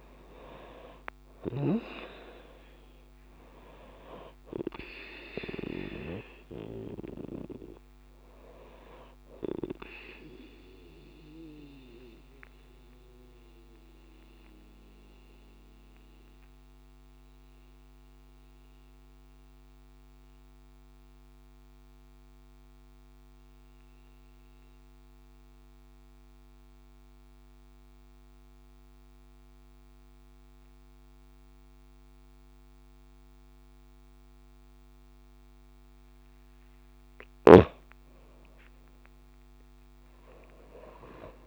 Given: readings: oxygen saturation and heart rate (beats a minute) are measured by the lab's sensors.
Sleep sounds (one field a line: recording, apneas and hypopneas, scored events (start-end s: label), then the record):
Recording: breathing in sleep by a microphone on the trachea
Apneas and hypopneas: 1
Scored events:
0.00-28.50 s: oxygen desaturation (device-marked, oxygen 89% lowest)
11.00-36.50 s: central apnea (oxygen 96% before, 89% lowest)
37.50-41.47 s: arousal
From the record:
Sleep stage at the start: N2 (light sleep)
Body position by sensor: on the back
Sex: female